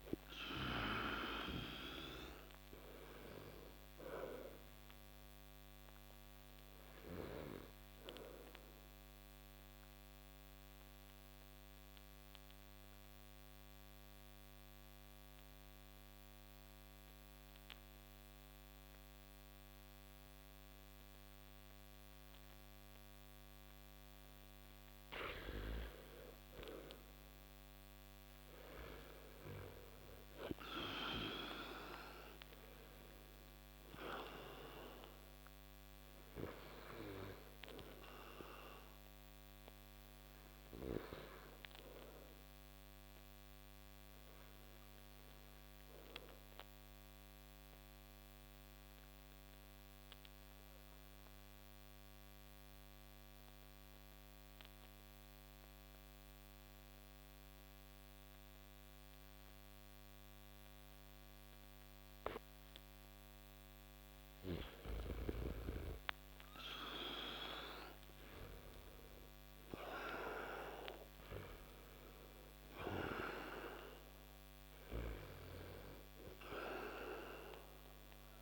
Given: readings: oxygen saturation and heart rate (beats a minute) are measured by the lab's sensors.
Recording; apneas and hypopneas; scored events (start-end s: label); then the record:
breathing in sleep by a microphone on the trachea; 2
0.00-25.50 s: oxygen desaturation (device-marked, oxygen 88% lowest)
6.00-23.50 s: obstructive apnea (oxygen 97% before, 88% lowest)
28.50-32.00 s: arousal
32.50-57.50 s: oxygen desaturation (device-marked, oxygen 97% before, 89% lowest)
44.00-63.50 s: obstructive apnea (oxygen 97% before, 86% lowest)
66.50-70.50 s: arousal
75.50-78.42 s: oxygen desaturation (device-marked, oxygen 96% before, 86% lowest)
From the record:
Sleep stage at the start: N2 (light sleep); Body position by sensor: on the back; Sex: male